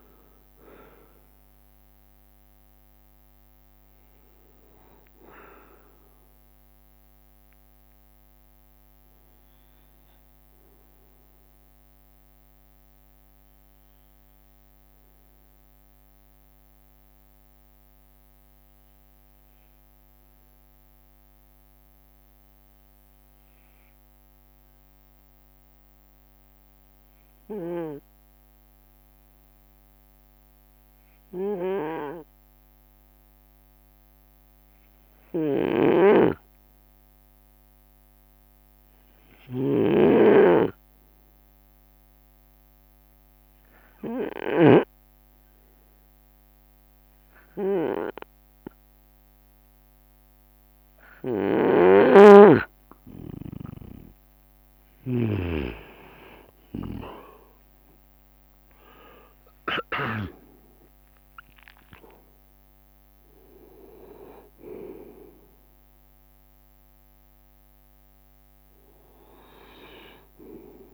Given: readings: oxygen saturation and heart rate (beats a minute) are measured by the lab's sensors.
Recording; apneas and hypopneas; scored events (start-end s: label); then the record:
breathing in sleep by a microphone on the trachea; 1
0.00-3.50 s: leg movement (device-marked)
0.00-49.00 s: bradycardia (device-marked)
2.50-4.50 s: long interval between heartbeats (device-marked)
11.00-51.50 s: hypopnea (oxygen 96% before, 91% lowest)
20.00-22.00 s: leg movement (device-marked)
26.50-28.50 s: long interval between heartbeats (device-marked)
35.50-45.00 s: snoring (device-marked)
37.50-39.50 s: leg movement (device-marked)
39.00-70.94 s: oxygen desaturation (device-marked, oxygen 98% before, 92% lowest)
49.50-52.00 s: leg movement (device-marked)
51.00-70.94 s: bradycardia (device-marked)
51.50-60.50 s: snoring (device-marked)
57.50-58.50 s: leg movement (device-marked)
58.00-64.00 s: arousal
From the record:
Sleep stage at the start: N2 (light sleep); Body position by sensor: on the right side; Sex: male